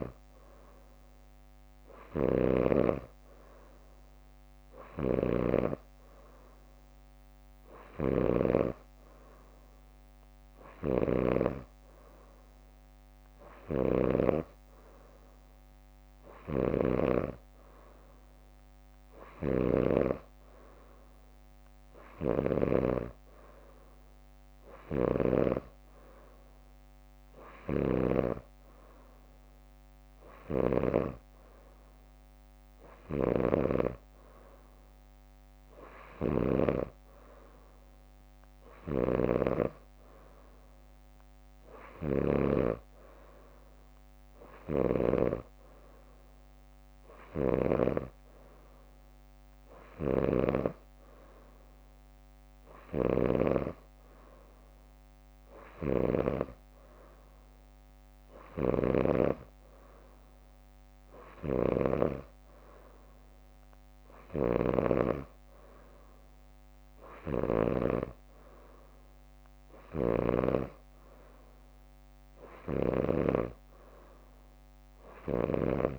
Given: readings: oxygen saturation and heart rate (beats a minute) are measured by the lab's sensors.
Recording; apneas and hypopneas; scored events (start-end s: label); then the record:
breathing in sleep by a microphone on the trachea; none
2.00-7.50 s: leg movement (device-marked)
16.50-20.50 s: leg movement (device-marked)
27.50-32.00 s: leg movement (device-marked)
38.50-40.50 s: leg movement (device-marked)
47.00-52.50 s: leg movement (device-marked)
55.50-59.50 s: leg movement (device-marked)
72.50-75.99 s: leg movement (device-marked)
From the record:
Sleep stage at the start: N3 (deep sleep); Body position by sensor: on the back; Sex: female